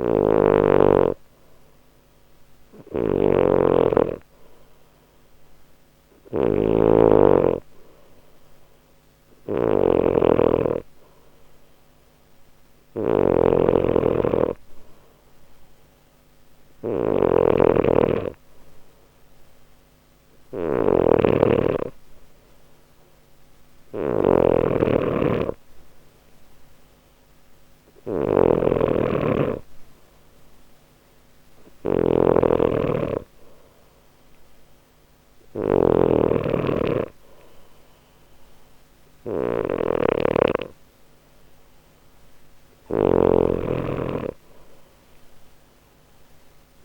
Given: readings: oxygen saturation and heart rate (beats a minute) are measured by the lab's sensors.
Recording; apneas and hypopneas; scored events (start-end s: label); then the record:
breathing in sleep by a microphone on the trachea; none
0.00-46.85 s: snoring (device-marked)
From the record:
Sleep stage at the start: N2 (light sleep); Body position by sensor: on the left side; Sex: male